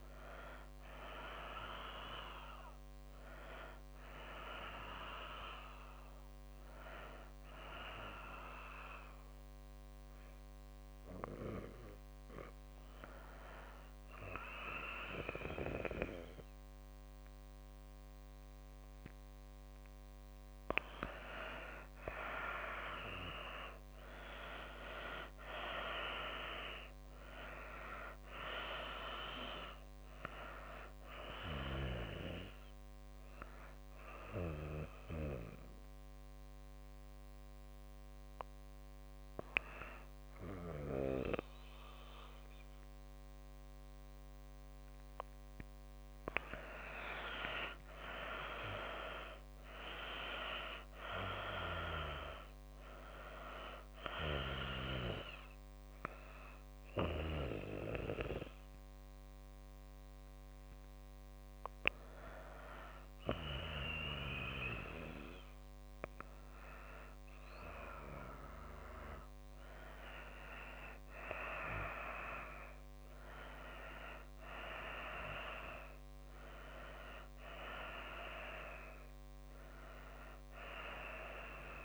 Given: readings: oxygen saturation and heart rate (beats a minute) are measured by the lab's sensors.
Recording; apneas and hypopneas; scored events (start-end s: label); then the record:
breathing in sleep by a microphone on the trachea; 3
8.00-19.00 s: hypopnea (oxygen 94% before, 89% lowest)
22.50-27.50 s: arousal
29.50-53.50 s: oxygen desaturation (device-marked, oxygen 95% before, 90% lowest)
34.00-45.00 s: hypopnea (oxygen 95% before, 89% lowest)
36.50-81.85 s: new sleep stage, N1 (lightest sleep)
46.50-50.00 s: arousal
56.00-66.50 s: hypopnea (oxygen 95% before, 89% lowest)
65.50-77.50 s: oxygen desaturation (device-marked, oxygen 94% before, 89% lowest)
78.00-81.50 s: arousal
From the record:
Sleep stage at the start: N2 (light sleep); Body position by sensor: on the back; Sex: female